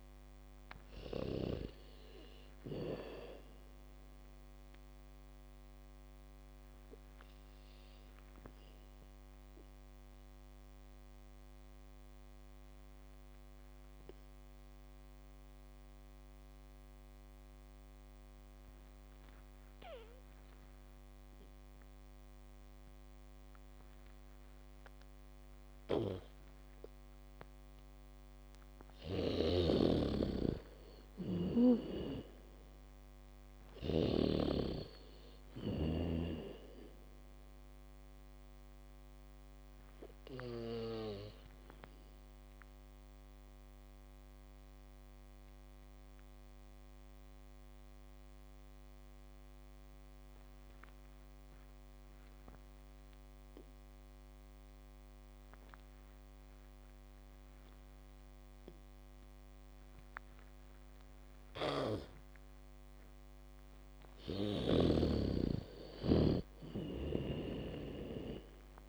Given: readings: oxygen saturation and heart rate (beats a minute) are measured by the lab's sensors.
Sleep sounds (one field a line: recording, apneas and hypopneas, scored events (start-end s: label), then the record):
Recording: breathing in sleep by a microphone on the trachea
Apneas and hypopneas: 2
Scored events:
0.00-1.50 s: arousal
0.00-2.50 s: bradycardia (device-marked, heart rate 46 extreme)
0.50-18.50 s: oxygen desaturation (device-marked, oxygen 99% before, 89% lowest, heart rate 68 before, 33 extreme)
5.50-27.50 s: mixed apnea (oxygen 99% before, 88% lowest, heart rate 61 before, 33 extreme, up 0 after)
25.50-36.50 s: bradycardia (device-marked, heart rate 74 before, 33 extreme)
27.50-53.50 s: oxygen desaturation (device-marked, oxygen 98% before, 88% lowest, heart rate 73 before, 33 extreme)
30.00-34.00 s: arousal
30.00-34.50 s: snoring (device-marked)
43.00-64.00 s: mixed apnea (oxygen 98% before, 86% lowest, heart rate 54 before, 37 extreme)
59.50-68.89 s: bradycardia (device-marked, heart rate 72 before, 37 extreme)
60.50-68.89 s: oxygen desaturation (device-marked, oxygen 99% before, 86% lowest)
65.00-68.89 s: arousal
From the record:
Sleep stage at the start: N2 (light sleep)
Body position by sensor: on the back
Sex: female